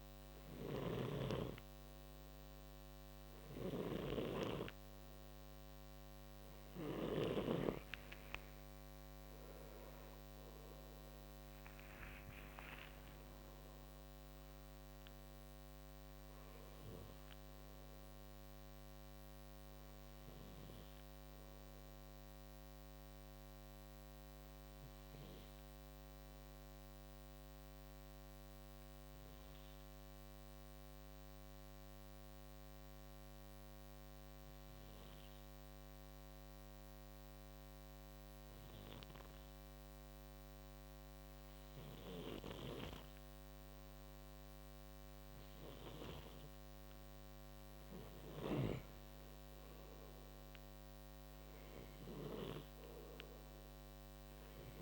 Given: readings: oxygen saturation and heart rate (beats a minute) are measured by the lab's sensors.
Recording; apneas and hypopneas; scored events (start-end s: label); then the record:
breathing in sleep by a microphone on the trachea; 1
0.00-6.50 s: snoring (device-marked)
0.00-9.50 s: oxygen desaturation (device-marked, oxygen 91% lowest, heart rate 51 extreme)
9.00-13.50 s: arousal
26.00-43.00 s: obstructive apnea (oxygen 94% before, 89% lowest, heart rate 63 before, 54 extreme, up 5 after)
47.50-54.81 s: oxygen desaturation (device-marked, oxygen 97% before, 90% lowest, heart rate 60 before, 54 extreme)
49.00-53.00 s: arousal
From the record:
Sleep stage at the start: N2 (light sleep); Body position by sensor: on the right side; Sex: male